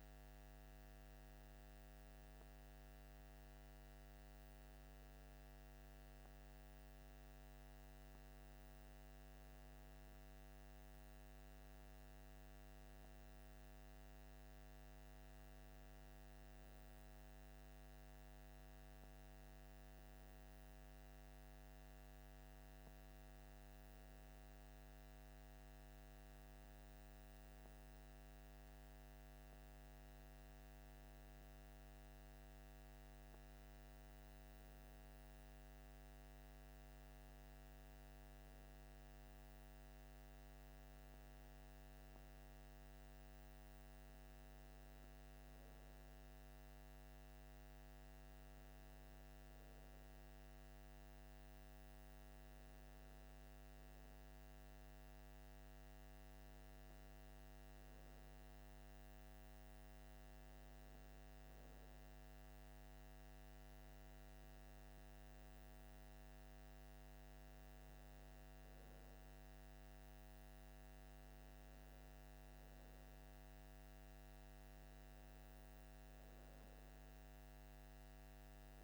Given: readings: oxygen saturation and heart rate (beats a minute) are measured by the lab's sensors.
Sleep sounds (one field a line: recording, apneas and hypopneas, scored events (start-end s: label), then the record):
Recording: breathing in sleep, hard to hear, by a microphone on the trachea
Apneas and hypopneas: none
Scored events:
48.00-78.84 s: new sleep stage, N2 (light sleep)
From the record:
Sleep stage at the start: N1 (lightest sleep)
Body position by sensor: on the left side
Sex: male